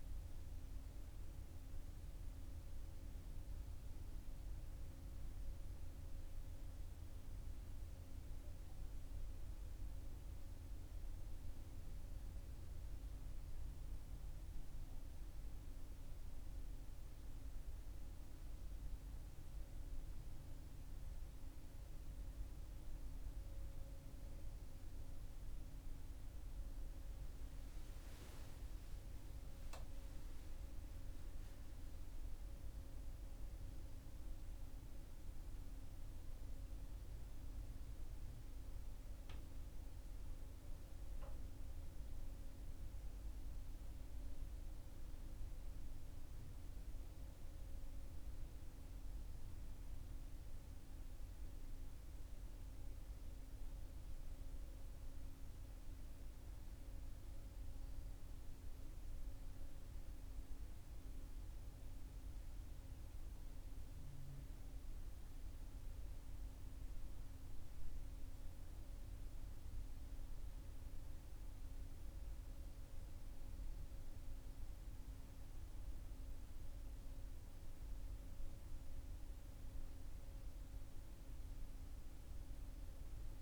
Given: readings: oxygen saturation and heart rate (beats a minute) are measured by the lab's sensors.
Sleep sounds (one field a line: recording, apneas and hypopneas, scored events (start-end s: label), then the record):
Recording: breathing in sleep, hard to hear, by a room microphone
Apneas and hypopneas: none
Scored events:
none scored
From the record:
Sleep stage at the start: N1 (lightest sleep)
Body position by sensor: on the right side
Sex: male